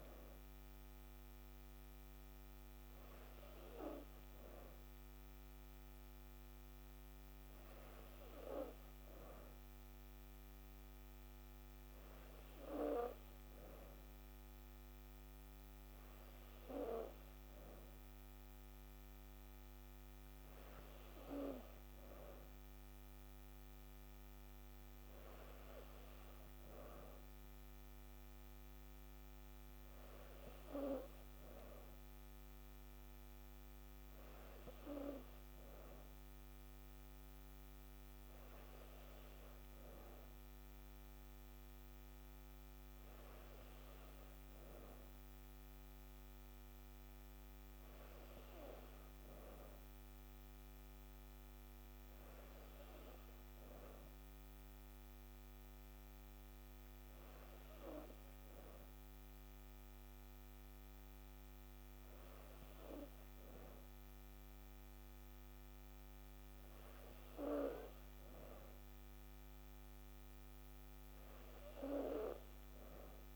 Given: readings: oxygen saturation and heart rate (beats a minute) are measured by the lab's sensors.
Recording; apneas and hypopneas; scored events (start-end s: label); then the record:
breathing in sleep by a microphone on the trachea; none
none scored
From the record:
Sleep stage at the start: N3 (deep sleep); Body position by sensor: on the back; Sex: female